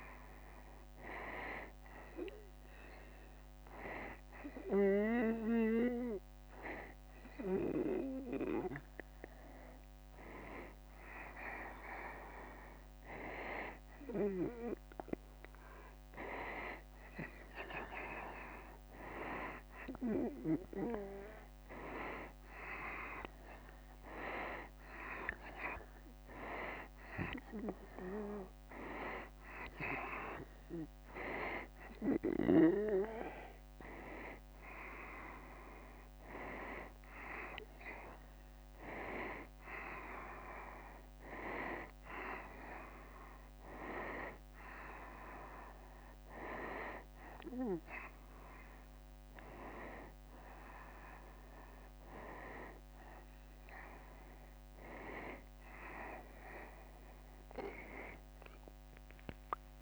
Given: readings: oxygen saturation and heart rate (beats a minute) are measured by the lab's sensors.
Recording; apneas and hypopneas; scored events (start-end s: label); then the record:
breathing in sleep by a microphone on the trachea; 1
2.00-13.00 s: hypopnea (oxygen 94% before, 93% lowest, heart rate 75 before, 74 extreme, up 1 after)
15.50-20.00 s: arousal
From the record:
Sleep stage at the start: N2 (light sleep); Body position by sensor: on the right side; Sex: male